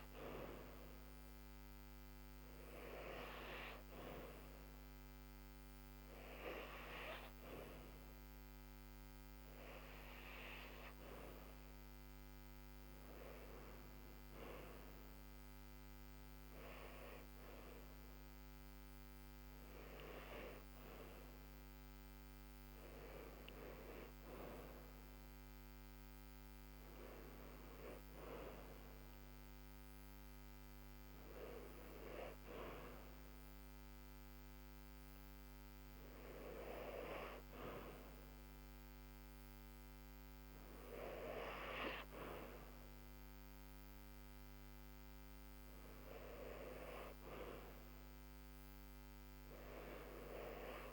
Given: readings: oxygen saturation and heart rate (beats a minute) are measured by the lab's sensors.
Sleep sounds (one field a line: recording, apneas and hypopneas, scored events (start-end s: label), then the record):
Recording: breathing in sleep by a microphone on the trachea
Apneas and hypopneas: none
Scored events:
none scored
From the record:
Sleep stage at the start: N2 (light sleep)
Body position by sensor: on the back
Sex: female